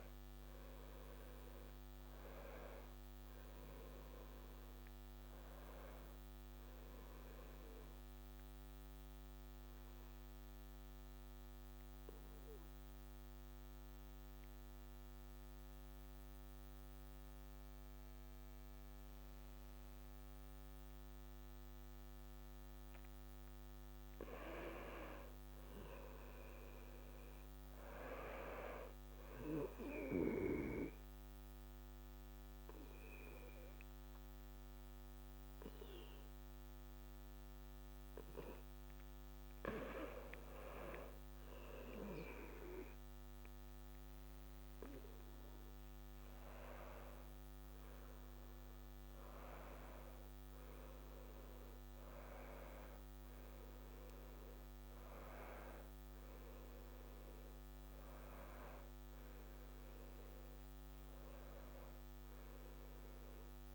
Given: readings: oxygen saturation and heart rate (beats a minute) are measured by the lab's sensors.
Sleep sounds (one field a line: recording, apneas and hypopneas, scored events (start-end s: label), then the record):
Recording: breathing in sleep by a microphone on the trachea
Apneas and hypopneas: 2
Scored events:
0.00-5.50 s: oxygen desaturation (device-marked, oxygen 89% lowest, heart rate 68 extreme)
8.50-23.50 s: obstructive apnea (oxygen 97% before, 89% lowest, heart rate 73 before, 68 extreme, up 4 after)
25.00-28.00 s: arousal
26.50-43.50 s: oxygen desaturation (device-marked, oxygen 96% before, 89% lowest, heart rate 70 before, 67 extreme)
29.50-40.00 s: obstructive apnea (oxygen 97% before, 89% lowest, heart rate 70 before, 67 extreme, up 5 after)
46.50-52.00 s: arousal
From the record:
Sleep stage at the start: N2 (light sleep)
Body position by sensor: on the back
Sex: male